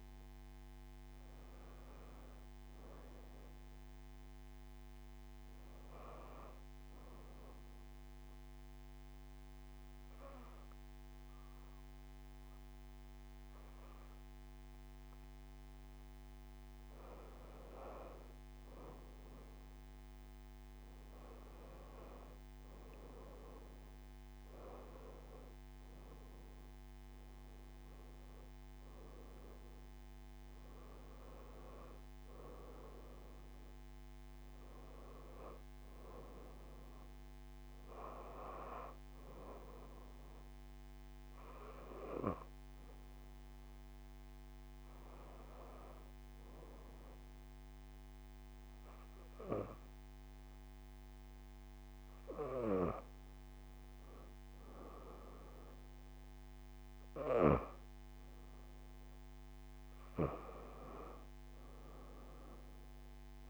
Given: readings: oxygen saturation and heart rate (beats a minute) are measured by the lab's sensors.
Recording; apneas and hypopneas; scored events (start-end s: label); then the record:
breathing in sleep by a microphone on the trachea; 2
0.00-9.00 s: oxygen desaturation (device-marked, oxygen 87% lowest)
7.00-17.50 s: central apnea (oxygen 93% before, 89% lowest)
20.00-24.50 s: arousal
28.00-38.00 s: oxygen desaturation (device-marked, oxygen 97% before, 93% lowest)
43.00-55.00 s: hypopnea (oxygen 97% before, 88% lowest)
62.50-63.50 s: arousal
From the record:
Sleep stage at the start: N2 (light sleep); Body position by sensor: on the back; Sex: female